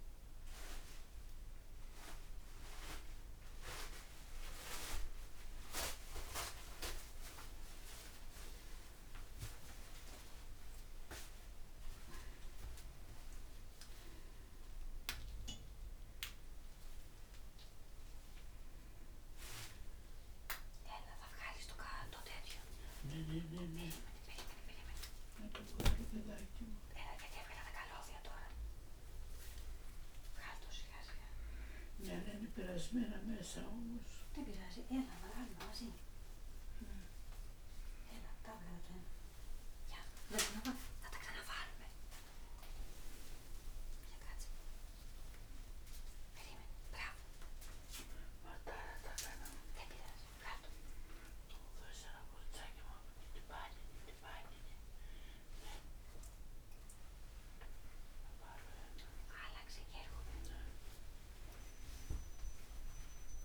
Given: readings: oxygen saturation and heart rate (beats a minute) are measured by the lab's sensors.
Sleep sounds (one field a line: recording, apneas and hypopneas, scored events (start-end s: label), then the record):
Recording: a person awake in a sleep study, by a room microphone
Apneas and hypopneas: none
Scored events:
none scored
From the record:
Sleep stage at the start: awake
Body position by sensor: on the back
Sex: female